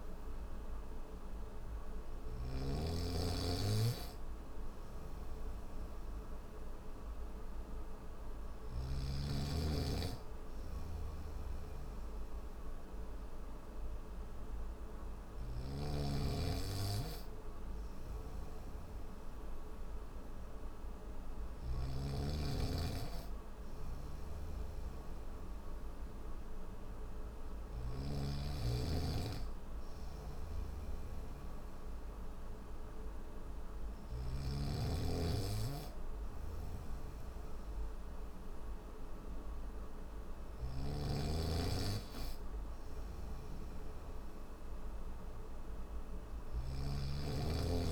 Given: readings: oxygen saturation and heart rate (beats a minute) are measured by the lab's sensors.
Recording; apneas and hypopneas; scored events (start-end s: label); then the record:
breathing in sleep by a room microphone; none
0.00-2.00 s: snoring (device-marked)
21.00-27.50 s: snoring (device-marked)
29.50-34.00 s: snoring (device-marked)
40.00-46.50 s: snoring (device-marked)
From the record:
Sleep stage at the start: N1 (lightest sleep); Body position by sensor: on the back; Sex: male